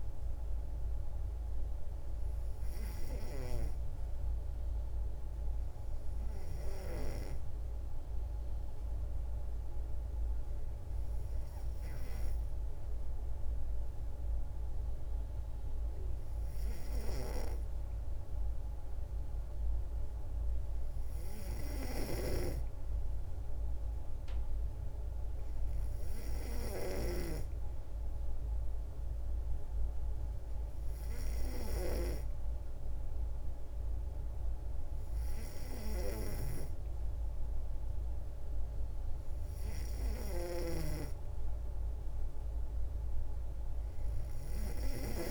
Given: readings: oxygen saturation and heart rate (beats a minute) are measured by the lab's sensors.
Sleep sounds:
breathing in sleep by a room microphone; none
26.50-32.00 s: snoring (device-marked)
40.00-45.31 s: snoring (device-marked)
From the record:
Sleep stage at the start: N3 (deep sleep); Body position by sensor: on the back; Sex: female

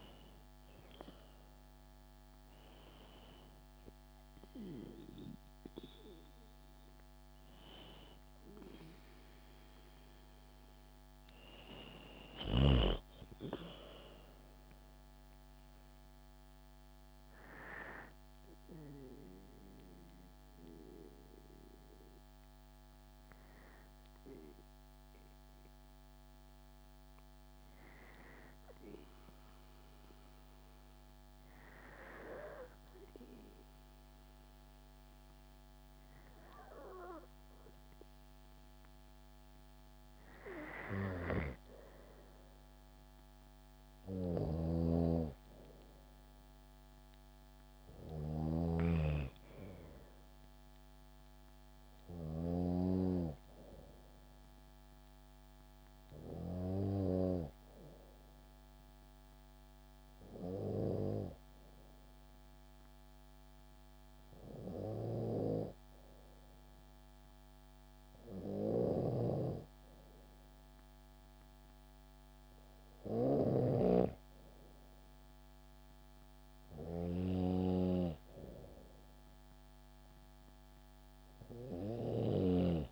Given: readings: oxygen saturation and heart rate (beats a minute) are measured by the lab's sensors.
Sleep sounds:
breathing in sleep by a microphone on the trachea; 2
0.00-15.50 s: oxygen desaturation (device-marked, oxygen 92% lowest, heart rate 65 extreme)
18.50-38.50 s: obstructive apnea (oxygen 96% before, 93% lowest, heart rate 71 before, 65 extreme, up 2 after)
36.50-57.50 s: oxygen desaturation (device-marked, oxygen 97% before, 93% lowest, heart rate 68 before, 66 extreme)
43.50-52.00 s: snoring (device-marked)
44.50-49.00 s: arousal
60.50-74.50 s: hypopnea (oxygen 96% before, 93% lowest, heart rate 68 before, 66 extreme, up 0 after)
68.00-82.92 s: snoring (device-marked)
76.00-79.50 s: arousal
From the record:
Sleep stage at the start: N2 (light sleep); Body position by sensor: on the back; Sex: female

